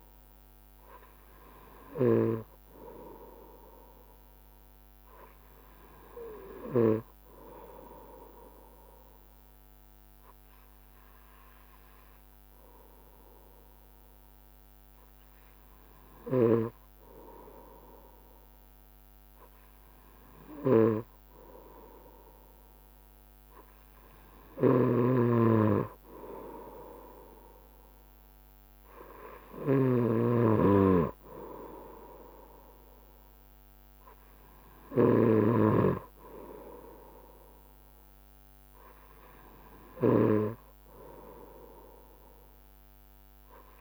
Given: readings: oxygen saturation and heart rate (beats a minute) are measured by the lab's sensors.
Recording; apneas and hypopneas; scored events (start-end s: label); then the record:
breathing in sleep by a microphone on the trachea; 1
0.00-2.50 s: snoring (device-marked)
5.50-20.50 s: obstructive apnea (oxygen 95% before, 94% lowest, heart rate 70 before, 69 extreme, up 1 after)
22.50-25.50 s: arousal
24.50-40.50 s: snoring (device-marked)
From the record:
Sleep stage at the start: N2 (light sleep); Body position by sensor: on the right side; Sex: male